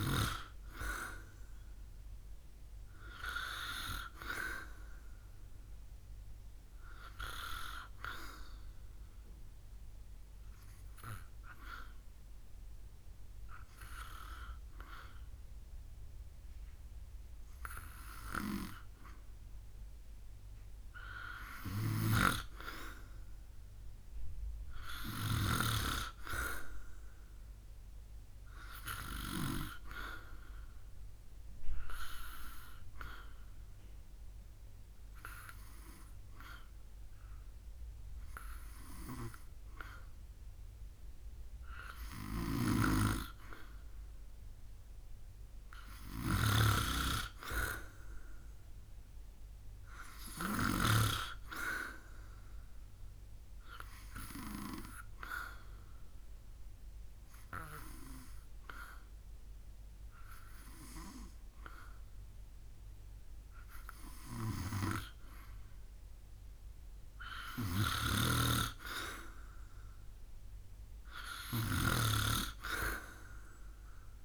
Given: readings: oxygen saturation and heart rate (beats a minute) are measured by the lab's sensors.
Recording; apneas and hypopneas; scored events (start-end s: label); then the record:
breathing in sleep by a room microphone; 3
8.00-19.00 s: obstructive apnea (oxygen 95% before, 91% lowest, heart rate 72 before, 71 extreme, up 5 after)
21.50-25.00 s: snoring (device-marked)
22.50-26.50 s: arousal
31.50-42.50 s: obstructive apnea (oxygen 95% before, 90% lowest, heart rate 73 before, 70 extreme, up 2 after)
38.00-49.00 s: oxygen desaturation (device-marked, oxygen 95% before, 91% lowest, heart rate 73 before, 70 extreme)
41.50-50.50 s: snoring (device-marked)
46.00-50.50 s: arousal
55.00-66.00 s: obstructive apnea (oxygen 95% before, 90% lowest, heart rate 72 before, 70 extreme, up 2 after)
67.50-71.50 s: snoring (device-marked)
68.50-72.50 s: arousal
From the record:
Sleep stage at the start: N2 (light sleep); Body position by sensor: on the back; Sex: male